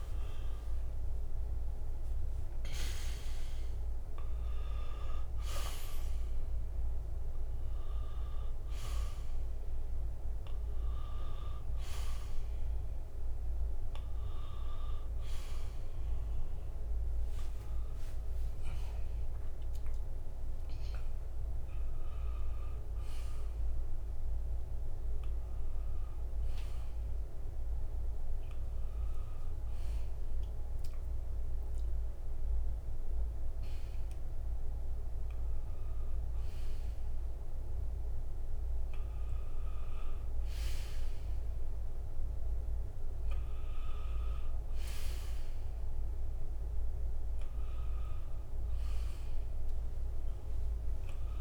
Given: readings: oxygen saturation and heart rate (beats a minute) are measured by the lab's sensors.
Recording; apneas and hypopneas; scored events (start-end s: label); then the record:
a person awake in a sleep study, hard to hear, by a room microphone; none
0.00-2.50 s: oxygen desaturation (device-marked, oxygen 93% lowest, heart rate 45 extreme)
48.50-51.41 s: oxygen desaturation (device-marked, oxygen 96% before, 92% lowest, heart rate 77 before, 60 extreme)
From the record:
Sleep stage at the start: awake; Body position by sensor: on the back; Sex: male